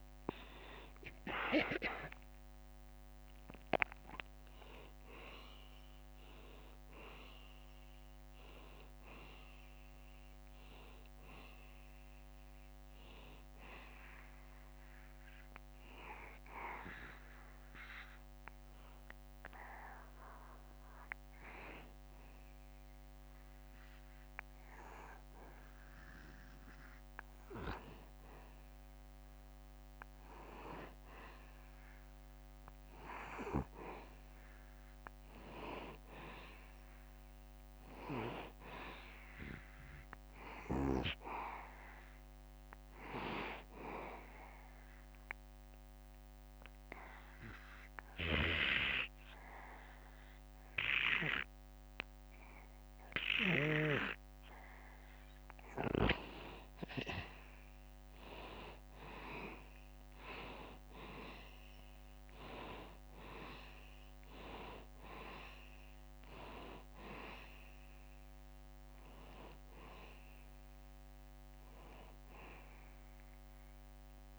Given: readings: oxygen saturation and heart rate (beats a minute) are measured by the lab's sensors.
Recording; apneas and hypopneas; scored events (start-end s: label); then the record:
breathing in sleep by a microphone on the trachea; 2
0.00-3.00 s: arousal
2.00-19.00 s: oxygen desaturation (device-marked, oxygen 95% before, 89% lowest, heart rate 71 before, 69 extreme)
15.50-27.50 s: hypopnea (oxygen 95% before, 88% lowest, heart rate 74 before, 69 extreme, up 2 after)
30.50-34.50 s: arousal
36.00-51.00 s: oxygen desaturation (device-marked, oxygen 94% before, 91% lowest, heart rate 71 before, 71 extreme)
44.50-56.00 s: obstructive apnea (oxygen 94% before, 88% lowest, heart rate 71 before, 71 extreme, up 0 after)
60.00-64.00 s: arousal
65.00-74.39 s: oxygen desaturation (device-marked, oxygen 93% before, 88% lowest, heart rate 71 before, 71 extreme)
From the record:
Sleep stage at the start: N2 (light sleep); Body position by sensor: on the back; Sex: male